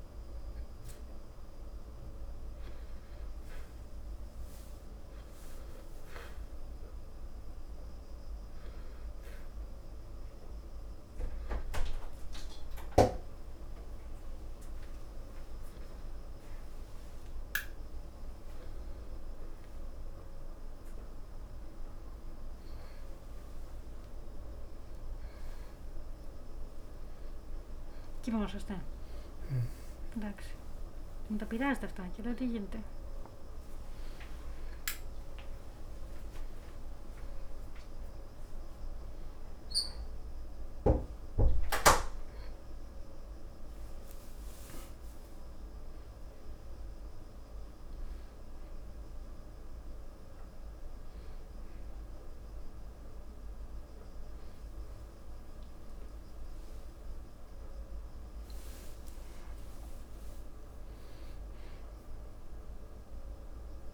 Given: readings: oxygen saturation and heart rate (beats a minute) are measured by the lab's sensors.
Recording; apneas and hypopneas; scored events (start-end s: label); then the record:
a person awake in a sleep study, by a room microphone; 1
8.50-20.00 s: hypopnea (oxygen 94% before, 93% lowest, heart rate 83 before, 40 extreme, up 11 after)
18.00-63.94 s: new sleep stage, awake
From the record:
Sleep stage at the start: N2 (light sleep); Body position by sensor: on the back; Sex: male